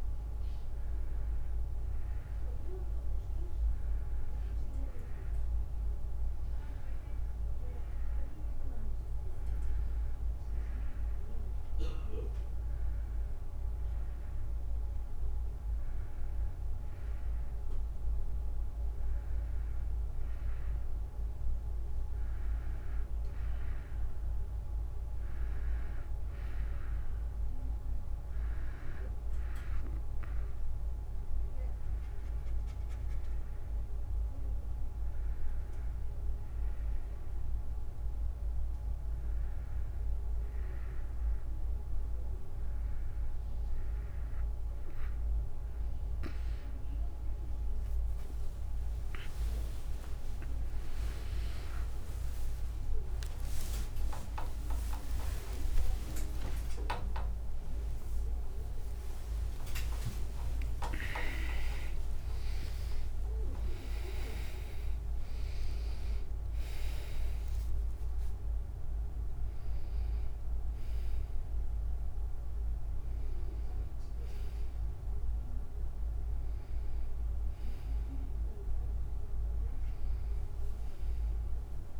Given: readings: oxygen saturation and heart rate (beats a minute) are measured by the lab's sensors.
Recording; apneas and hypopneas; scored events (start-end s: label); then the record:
a person partly awake in a sleep study, by a room microphone; none
33.00-45.00 s: drop in pulse transit time (device-marked, heart rate 77 before, 73 extreme)
46.00-82.00 s: new sleep stage, awake
48.00-69.00 s: tachycardia (device-marked, heart rate 76 before, 193 extreme)
61.00-74.00 s: drop in pulse transit time (device-marked, heart rate 119 before, 97 extreme)
From the record:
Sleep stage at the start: N2 (light sleep); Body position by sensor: on the right side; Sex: female